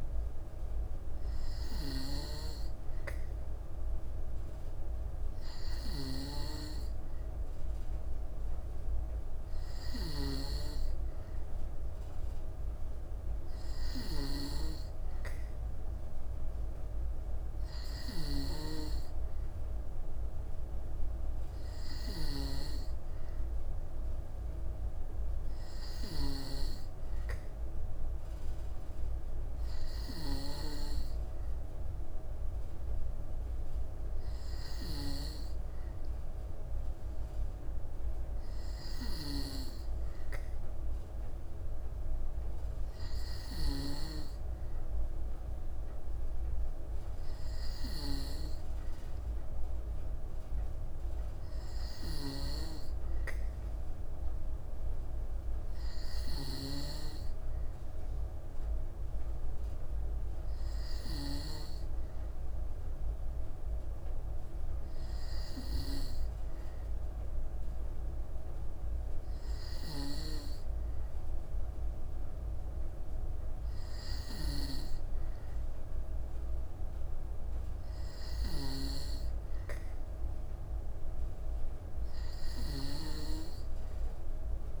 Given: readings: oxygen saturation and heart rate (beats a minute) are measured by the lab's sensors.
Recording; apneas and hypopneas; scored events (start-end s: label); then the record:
breathing in sleep by a room microphone; none
none scored
From the record:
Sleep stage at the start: N2 (light sleep); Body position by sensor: on the back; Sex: female